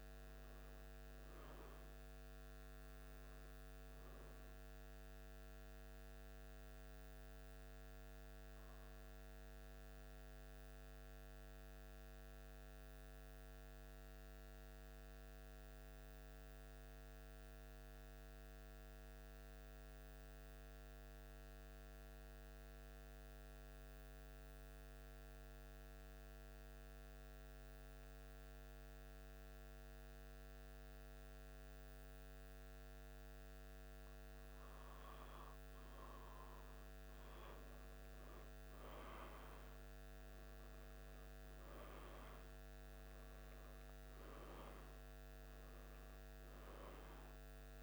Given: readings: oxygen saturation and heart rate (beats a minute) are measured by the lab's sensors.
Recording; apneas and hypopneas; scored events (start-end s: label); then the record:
breathing in sleep, hard to hear, by a microphone on the trachea; 1
6.00-36.00 s: central apnea (oxygen 96% before, 93% lowest, heart rate 78 before, 75 extreme, up 3 after)
38.00-42.50 s: arousal
From the record:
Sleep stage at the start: N2 (light sleep); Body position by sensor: on the back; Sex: male